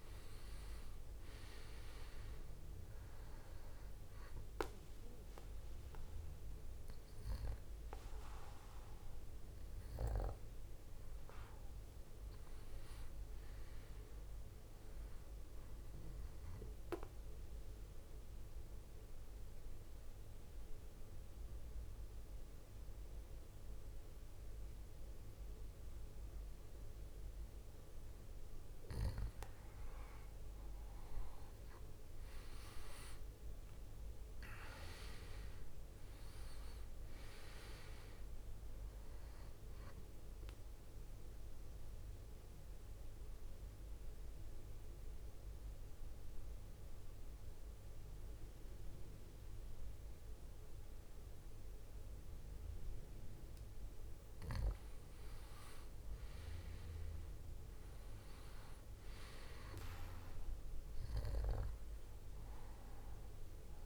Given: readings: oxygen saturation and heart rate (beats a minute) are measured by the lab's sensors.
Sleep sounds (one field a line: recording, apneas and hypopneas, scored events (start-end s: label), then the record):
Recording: breathing in sleep by a room microphone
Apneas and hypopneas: 2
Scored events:
17.00-28.50 s: obstructive apnea (oxygen 97% before, 94% lowest, heart rate 71 before, 65 extreme, up 10 after)
31.50-36.00 s: arousal
34.00-46.00 s: drop in pulse transit time (device-marked, heart rate 70 before, 73 extreme)
40.50-54.00 s: obstructive apnea (oxygen 97% before, 94% lowest, heart rate 71 before, 65 extreme, up 7 after)
42.00-44.00 s: long interval between heartbeats (device-marked, heart rate 72 before, 83 extreme)
56.00-60.50 s: arousal
From the record:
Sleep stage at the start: N2 (light sleep)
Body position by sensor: on the back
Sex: male